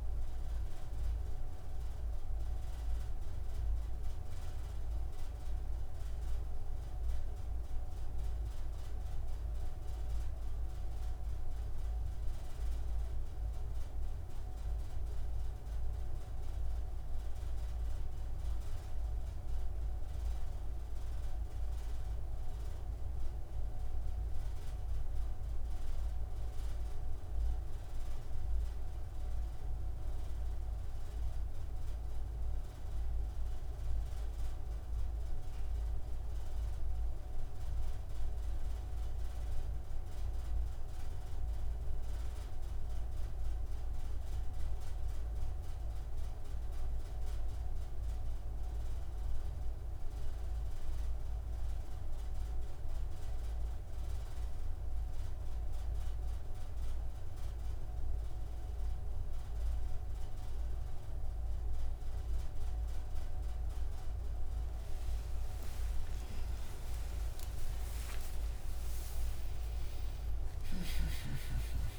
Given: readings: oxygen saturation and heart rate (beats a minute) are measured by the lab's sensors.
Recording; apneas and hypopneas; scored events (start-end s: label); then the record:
breathing in sleep, hard to hear, by a room microphone; none
71.50-71.98 s: new sleep stage, awake
From the record:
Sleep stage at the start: N3 (deep sleep); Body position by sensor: on the front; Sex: male